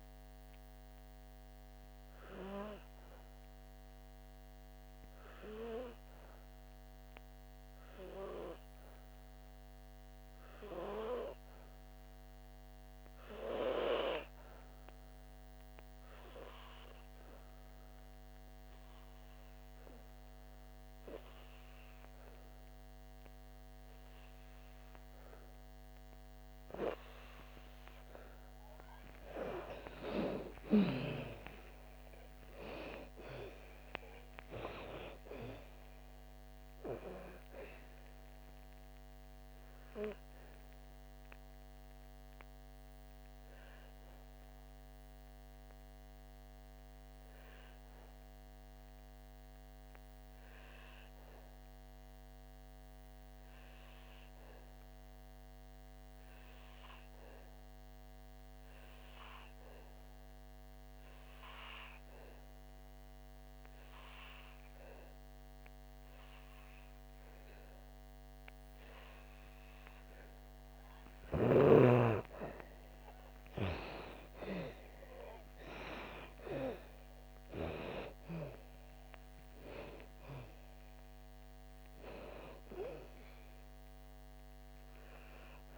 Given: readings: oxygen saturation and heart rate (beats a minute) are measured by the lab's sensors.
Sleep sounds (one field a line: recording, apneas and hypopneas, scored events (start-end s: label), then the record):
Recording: breathing in sleep by a microphone on the trachea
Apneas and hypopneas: 2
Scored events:
0.00-2.50 s: oxygen desaturation (device-marked, oxygen 91% lowest, heart rate 54 extreme)
11.00-27.00 s: hypopnea (oxygen 95% before, 90% lowest, heart rate 61 before, 55 extreme, up 6 after)
29.00-32.00 s: arousal
30.50-47.50 s: oxygen desaturation (device-marked, oxygen 97% before, 90% lowest, heart rate 63 before, 55 extreme)
40.00-71.00 s: obstructive apnea (oxygen 98% before, 89% lowest, heart rate 65 before, 55 extreme, up 7 after)
76.00-81.50 s: arousal
From the record:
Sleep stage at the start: N2 (light sleep)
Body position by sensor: on the back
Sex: female